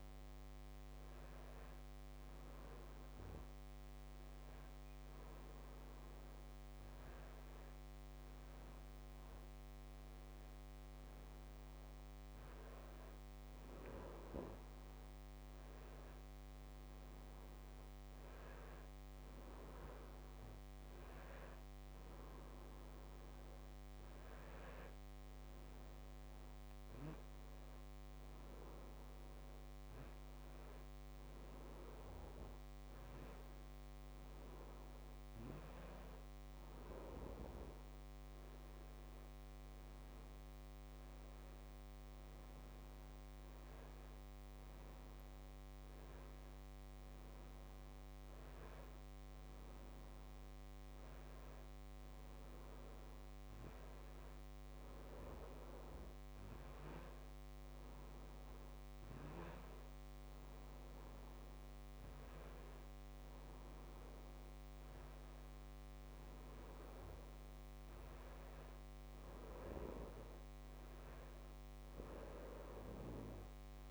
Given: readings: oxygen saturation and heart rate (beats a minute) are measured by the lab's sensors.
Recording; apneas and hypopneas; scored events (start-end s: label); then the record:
breathing in sleep by a microphone on the trachea; none
none scored
From the record:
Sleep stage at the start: N2 (light sleep); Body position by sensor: on the back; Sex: male